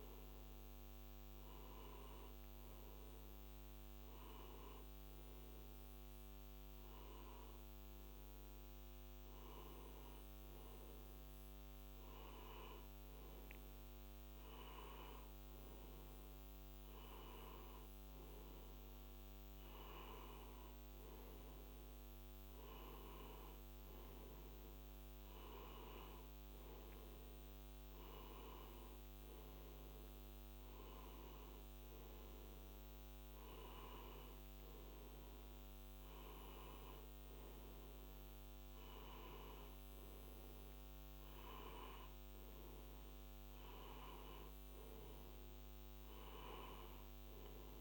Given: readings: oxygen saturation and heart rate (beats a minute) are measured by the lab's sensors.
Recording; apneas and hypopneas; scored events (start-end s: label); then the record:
breathing in sleep by a microphone on the trachea; none
none scored
From the record:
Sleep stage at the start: N2 (light sleep); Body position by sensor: on the back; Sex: male